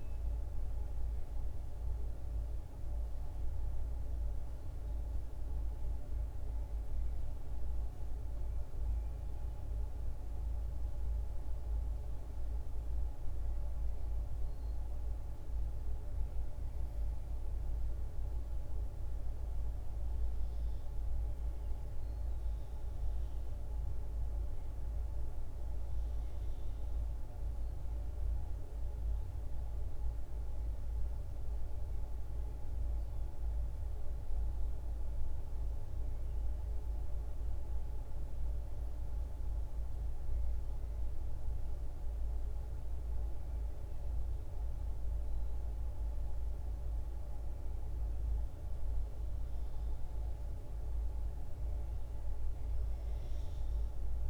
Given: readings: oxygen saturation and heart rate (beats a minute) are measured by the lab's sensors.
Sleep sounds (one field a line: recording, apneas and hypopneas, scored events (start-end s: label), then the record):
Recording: breathing in sleep, hard to hear, by a room microphone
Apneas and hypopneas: none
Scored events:
none scored
From the record:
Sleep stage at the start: N1 (lightest sleep)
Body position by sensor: on the back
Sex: female